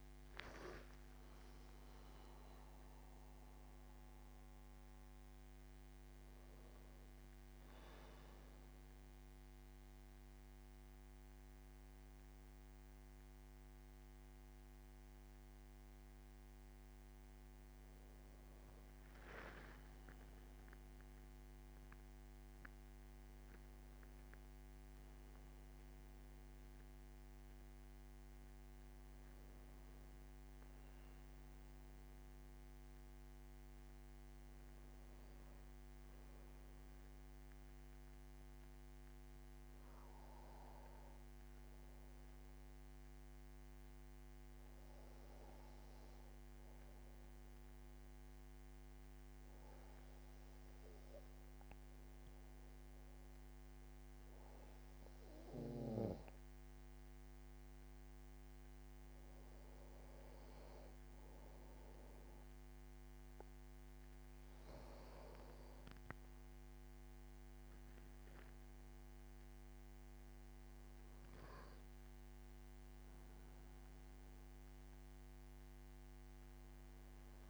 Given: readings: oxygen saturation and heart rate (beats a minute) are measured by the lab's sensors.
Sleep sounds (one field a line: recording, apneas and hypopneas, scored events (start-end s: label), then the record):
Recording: breathing in sleep, hard to hear, by a microphone on the trachea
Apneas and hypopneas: 1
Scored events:
0.00-10.50 s: oxygen desaturation (device-marked, oxygen 88% lowest, heart rate 73 extreme)
1.50-31.50 s: new sleep stage, N1 (lightest sleep)
31.50-77.50 s: new sleep stage, N2 (light sleep)
32.00-36.00 s: arousal
43.00-57.00 s: hypopnea (oxygen 99% before, 95% lowest, heart rate 76 before, 76 extreme, up 1 after)
59.00-62.00 s: arousal
From the record:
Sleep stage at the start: N2 (light sleep)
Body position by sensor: on the back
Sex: male